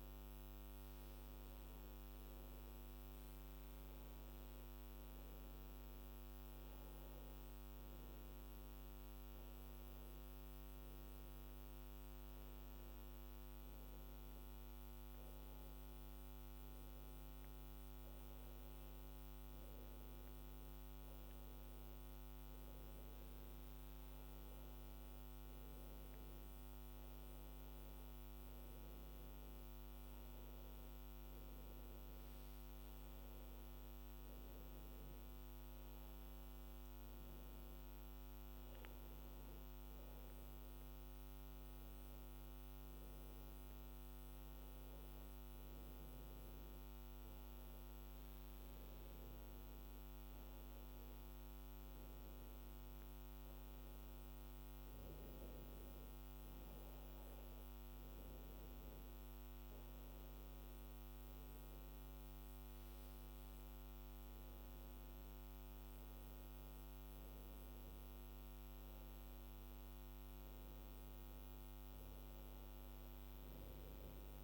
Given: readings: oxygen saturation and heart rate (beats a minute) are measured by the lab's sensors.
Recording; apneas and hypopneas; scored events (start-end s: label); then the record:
breathing in sleep, hard to hear, by a microphone on the trachea; none
6.00-8.00 s: long interval between heartbeats (device-marked, heart rate 92 before, 107 extreme)
8.00-10.00 s: long interval between heartbeats (device-marked, heart rate 95 before, 116 extreme)
10.00-12.00 s: long interval between heartbeats (device-marked, heart rate 98 before, 136 extreme)
14.00-16.00 s: long interval between heartbeats (device-marked, heart rate 106 before, 104 extreme)
17.00-19.00 s: long interval between heartbeats (device-marked, heart rate 108 before, 120 extreme)
From the record:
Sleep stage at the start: N2 (light sleep); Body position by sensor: on the back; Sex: female